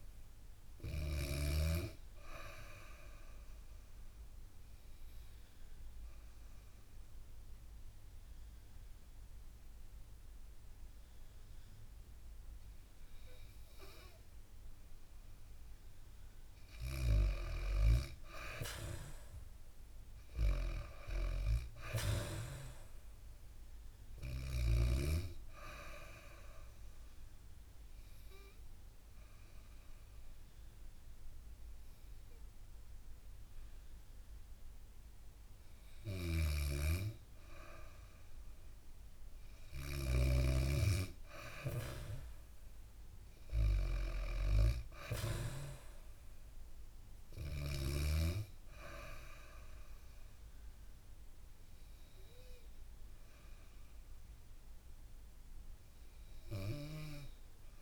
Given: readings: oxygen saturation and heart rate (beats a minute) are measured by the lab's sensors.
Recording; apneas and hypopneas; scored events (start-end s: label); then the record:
breathing in sleep by a room microphone; 2
5.00-15.00 s: hypopnea (oxygen 98% before, 95% lowest, heart rate 64 before, 62 extreme, up 4 after)
20.50-23.50 s: arousal
28.00-38.00 s: hypopnea (oxygen 98% before, 94% lowest, heart rate 64 before, 64 extreme, up 2 after)
35.50-39.50 s: snoring (device-marked)
40.50-44.00 s: arousal
44.00-57.82 s: oxygen desaturation (device-marked, oxygen 98% before, 95% lowest, heart rate 65 before, 64 extreme)
From the record:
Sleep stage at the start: N2 (light sleep); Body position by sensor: on the back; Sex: female